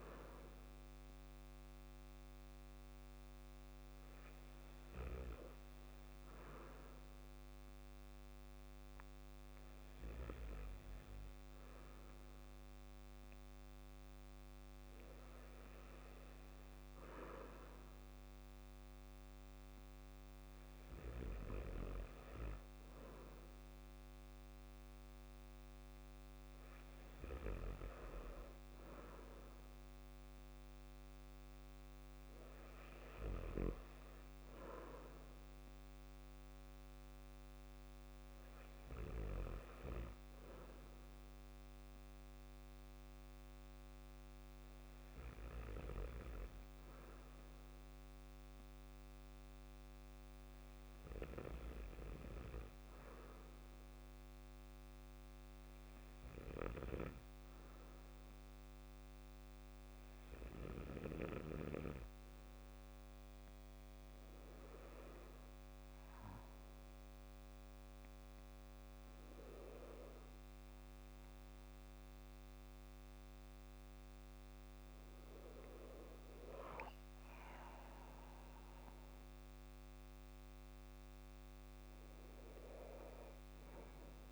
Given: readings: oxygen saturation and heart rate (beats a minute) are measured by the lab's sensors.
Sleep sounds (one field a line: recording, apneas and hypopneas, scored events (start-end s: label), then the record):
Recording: breathing in sleep by a microphone on the trachea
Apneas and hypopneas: 1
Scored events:
42.00-61.50 s: hypopnea (oxygen 95% before, 94% lowest, heart rate 57 before, 52 extreme, up 6 after)
64.50-69.00 s: arousal
From the record:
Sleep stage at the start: N2 (light sleep)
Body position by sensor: on the back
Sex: male